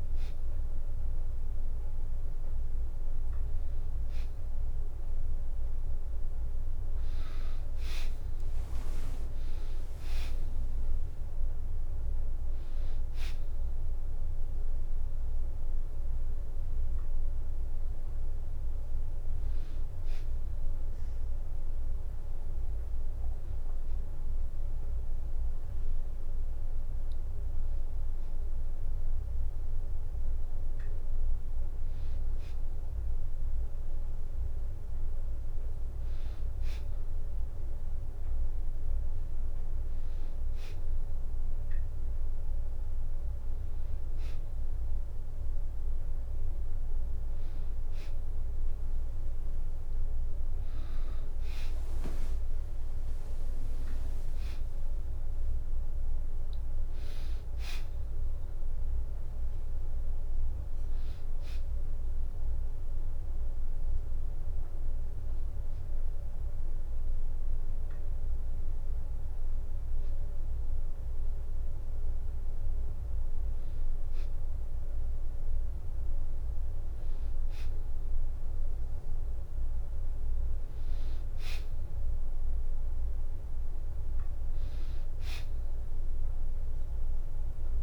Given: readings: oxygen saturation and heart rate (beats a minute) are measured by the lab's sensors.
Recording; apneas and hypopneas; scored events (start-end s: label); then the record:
breathing in sleep, hard to hear, by a room microphone; none
9.50-22.50 s: drop in pulse transit time (device-marked, heart rate 66 before, 66 extreme)
51.50-64.50 s: drop in pulse transit time (device-marked, heart rate 66 before, 66 extreme)
From the record:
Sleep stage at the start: N2 (light sleep); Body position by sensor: on the back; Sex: female